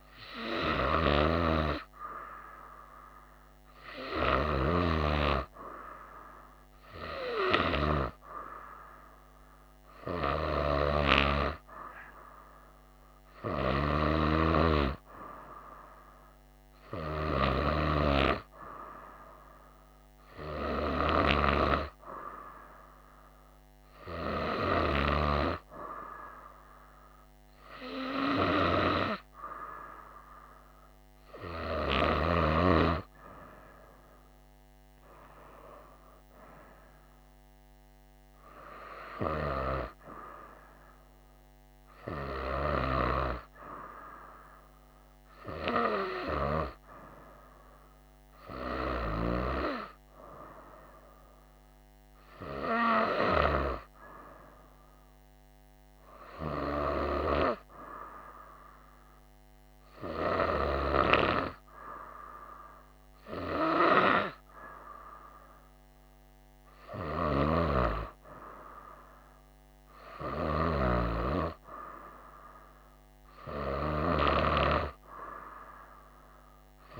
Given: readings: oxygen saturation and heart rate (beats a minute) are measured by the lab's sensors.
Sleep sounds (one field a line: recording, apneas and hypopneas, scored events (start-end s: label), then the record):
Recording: breathing in sleep by a microphone on the trachea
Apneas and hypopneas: none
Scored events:
none scored
From the record:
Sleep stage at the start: N2 (light sleep)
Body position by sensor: on the right side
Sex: female